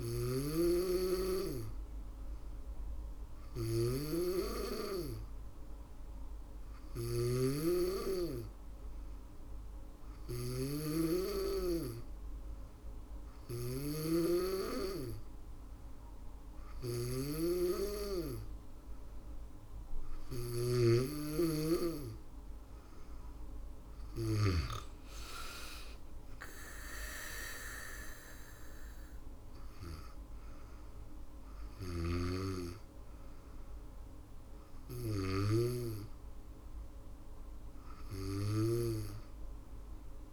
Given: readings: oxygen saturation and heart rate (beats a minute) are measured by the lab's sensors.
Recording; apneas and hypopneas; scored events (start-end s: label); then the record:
breathing in sleep by a room microphone; none
0.00-23.50 s: snoring (device-marked)
24.50-35.50 s: drop in pulse transit time (device-marked, heart rate 64 before, 56 extreme)
30.50-34.50 s: snoring (device-marked)
From the record:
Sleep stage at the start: N2 (light sleep); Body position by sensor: on the back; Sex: female